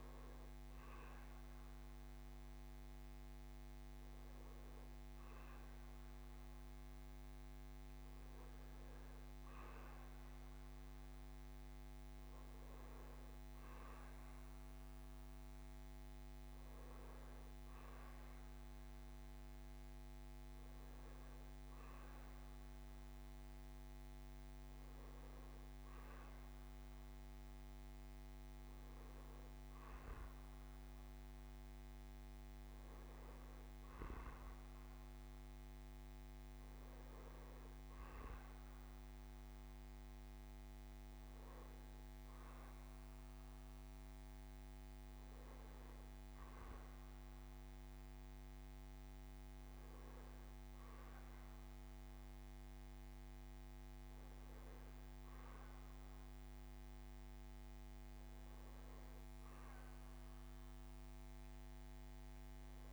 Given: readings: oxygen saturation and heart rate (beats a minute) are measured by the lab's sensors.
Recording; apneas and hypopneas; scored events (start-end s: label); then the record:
breathing in sleep, hard to hear, by a microphone on the trachea; none
49.50-51.50 s: bradycardia (device-marked, heart rate 76 before, 66 extreme)
From the record:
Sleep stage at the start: N2 (light sleep); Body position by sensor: on the back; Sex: male